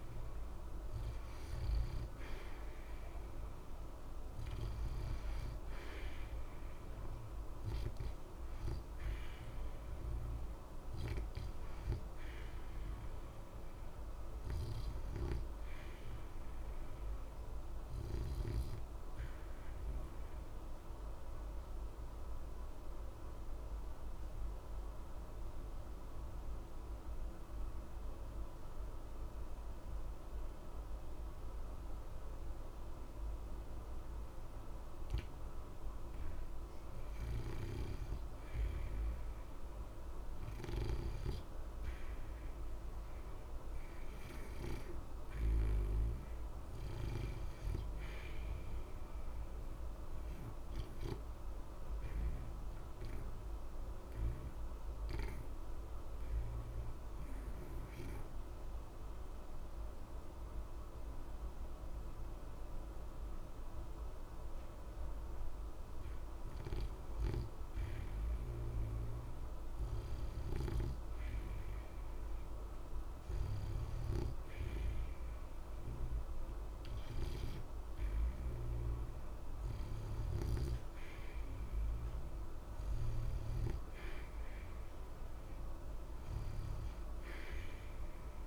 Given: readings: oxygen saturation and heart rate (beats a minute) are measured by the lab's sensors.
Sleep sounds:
breathing in sleep, hard to hear, by a room microphone; 2
0.00-36.50 s: oxygen desaturation (device-marked, oxygen 82% lowest, heart rate 60 extreme)
19.50-34.50 s: obstructive apnea (oxygen 94% before, 82% lowest, heart rate 61 before, 60 extreme, up 0 after)
32.50-88.47 s: new sleep stage, REM sleep
37.50-41.00 s: arousal
49.00-64.50 s: obstructive apnea (oxygen 91% before, 83% lowest, heart rate 60 before, 60 extreme, up 0 after)
50.50-77.50 s: oxygen desaturation (device-marked, oxygen 91% before, 84% lowest, heart rate 60 before, 60 extreme)
68.00-72.50 s: arousal
From the record:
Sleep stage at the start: N2 (light sleep); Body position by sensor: on the back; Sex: male

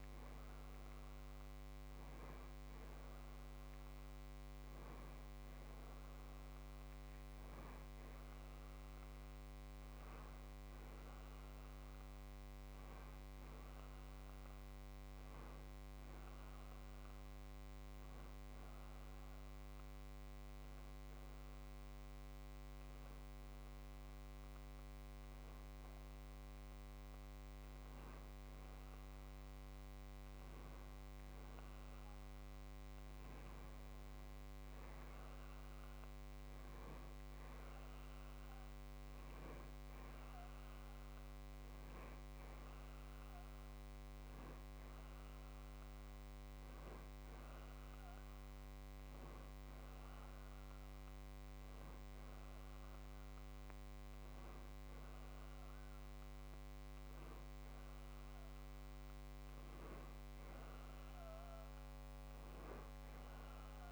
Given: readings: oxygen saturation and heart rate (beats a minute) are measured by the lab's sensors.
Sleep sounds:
breathing in sleep, hard to hear, by a microphone on the trachea; 1
16.50-29.00 s: hypopnea (oxygen 94% before, 92% lowest, heart rate 66 before, 54 extreme, up 0 after)
33.00-37.00 s: arousal
From the record:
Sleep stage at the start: N1 (lightest sleep); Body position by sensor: on the back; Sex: male

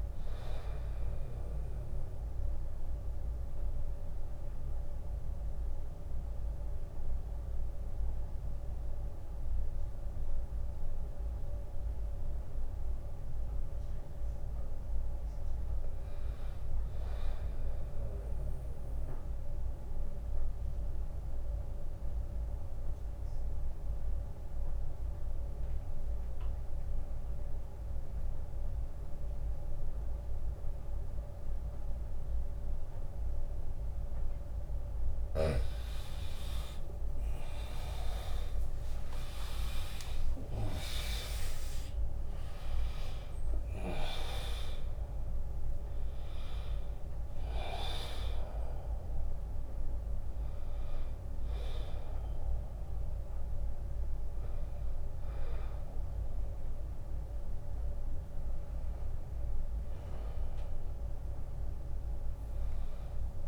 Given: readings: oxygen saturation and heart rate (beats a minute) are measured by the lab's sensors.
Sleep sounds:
breathing in sleep by a room microphone; 2
0.00-8.00 s: drop in pulse transit time (device-marked, heart rate 66 extreme)
0.00-22.00 s: oxygen desaturation (device-marked, oxygen 93% lowest, heart rate 66 extreme)
1.50-13.50 s: obstructive apnea (oxygen 100% before, 89% lowest, heart rate 78 before, 73 extreme, up 17 after)
15.00-17.50 s: arousal
20.00-35.00 s: obstructive apnea (oxygen 98% before, 89% lowest, heart rate 75 before, 72 extreme, up 11 after)
34.50-36.50 s: long interval between heartbeats (device-marked, heart rate 82 before, 88 extreme)
36.00-49.00 s: drop in pulse transit time (device-marked, heart rate 83 before, 76 extreme)
36.00-63.48 s: oxygen desaturation (device-marked, oxygen 99% before, 89% lowest, heart rate 83 before, 68 extreme)
36.50-41.50 s: arousal
51.00-53.00 s: long interval between heartbeats (device-marked, heart rate 85 before, 79 extreme)
From the record:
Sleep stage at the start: N2 (light sleep); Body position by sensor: on the back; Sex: male

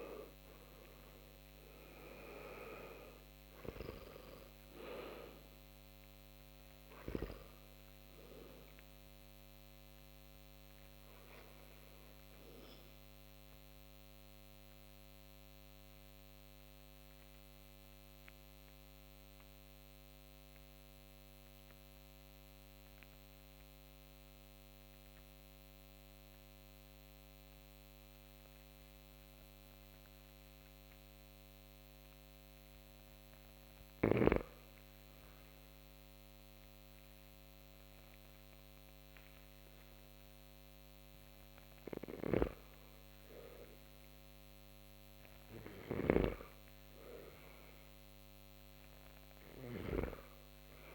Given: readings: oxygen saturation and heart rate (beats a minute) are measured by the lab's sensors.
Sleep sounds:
breathing in sleep by a microphone on the trachea; 1
0.00-29.00 s: oxygen desaturation (device-marked, oxygen 81% lowest)
10.50-39.00 s: obstructive apnea (oxygen 96% before, 81% lowest)
41.00-45.00 s: arousal
41.50-45.50 s: snoring (device-marked)
From the record:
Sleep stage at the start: N2 (light sleep); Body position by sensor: on the back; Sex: male

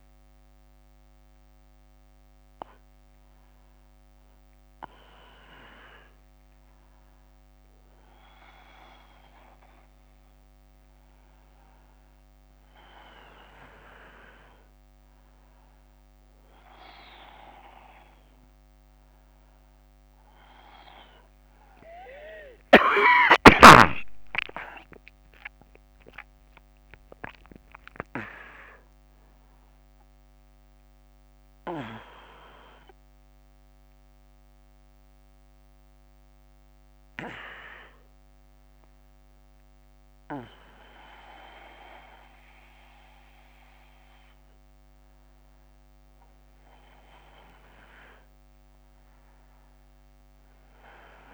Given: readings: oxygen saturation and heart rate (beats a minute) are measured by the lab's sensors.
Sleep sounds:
a person awake in a sleep study, by a microphone on the trachea; none
none scored
From the record:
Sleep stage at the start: awake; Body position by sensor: on the back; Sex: male

